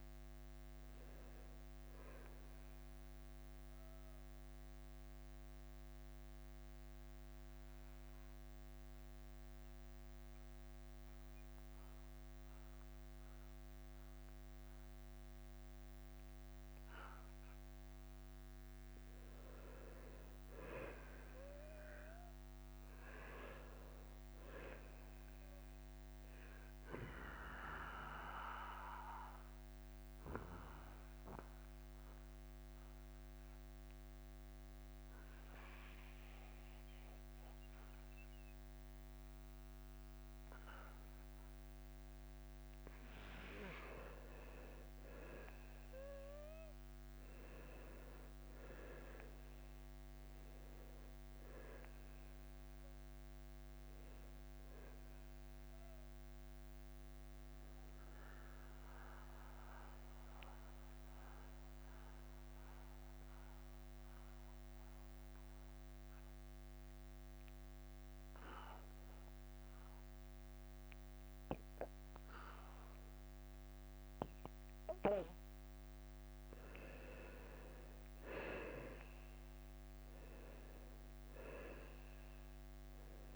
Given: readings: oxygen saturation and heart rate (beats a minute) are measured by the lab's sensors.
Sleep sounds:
breathing in sleep by a microphone on the trachea; 3
0.00-6.50 s: drop in pulse transit time (device-marked, heart rate 83 extreme)
3.50-18.50 s: mixed apnea (oxygen 95% before, 90% lowest, heart rate 84 before, 81 extreme, up 0 after)
20.00-24.50 s: arousal
29.00-44.00 s: mixed apnea (oxygen 98% before, 90% lowest, heart rate 83 before, 80 extreme, up 4 after)
36.50-41.50 s: oxygen desaturation (device-marked, oxygen 96% before, 92% lowest, heart rate 83 before, 80 extreme)
46.50-48.50 s: long interval between heartbeats (device-marked, heart rate 83 before, 82 extreme)
47.50-51.50 s: arousal
47.50-59.50 s: drop in pulse transit time (device-marked, heart rate 83 before, 80 extreme)
56.50-76.50 s: mixed apnea (oxygen 97% before, 90% lowest, heart rate 83 before, 79 extreme, up 6 after)
67.50-74.50 s: oxygen desaturation (device-marked, oxygen 94% before, 90% lowest, heart rate 82 before, 79 extreme)
79.50-83.36 s: arousal
80.50-83.36 s: drop in pulse transit time (device-marked, heart rate 82 before, 81 extreme)
From the record:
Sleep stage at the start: N2 (light sleep); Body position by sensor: on the back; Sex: male

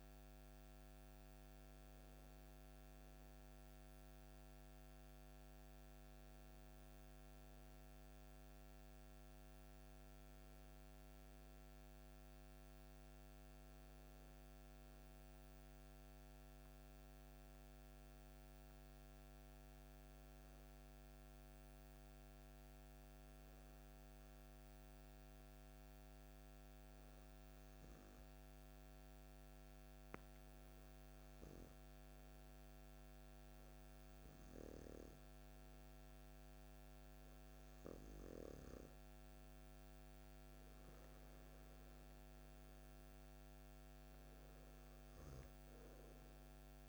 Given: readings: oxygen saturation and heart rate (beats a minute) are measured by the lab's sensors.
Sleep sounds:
breathing in sleep, hard to hear, by a microphone on the trachea; 1
0.00-2.50 s: oxygen desaturation (device-marked, oxygen 94% lowest, heart rate 53 extreme)
7.50-12.00 s: arousal
18.00-39.00 s: obstructive apnea (oxygen 98% before, 94% lowest, heart rate 55 before, 51 extreme, up 6 after)
41.50-45.50 s: arousal
From the record:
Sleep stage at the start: N2 (light sleep); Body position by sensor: on the back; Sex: male

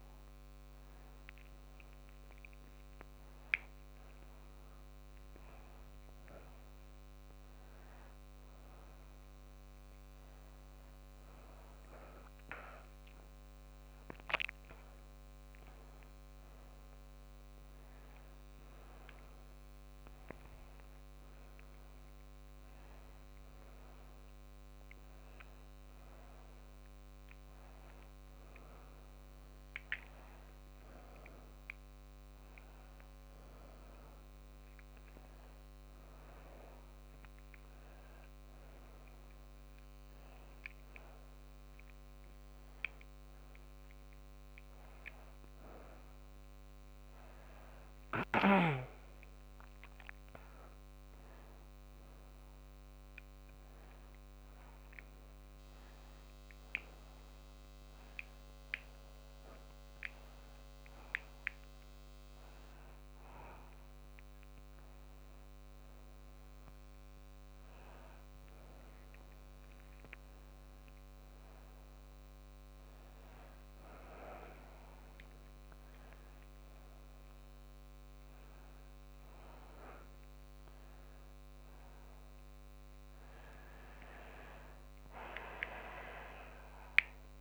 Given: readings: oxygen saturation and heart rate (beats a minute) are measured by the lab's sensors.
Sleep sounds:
a person awake in a sleep study, by a microphone on the trachea; none
none scored
From the record:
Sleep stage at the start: awake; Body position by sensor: on the back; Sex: female

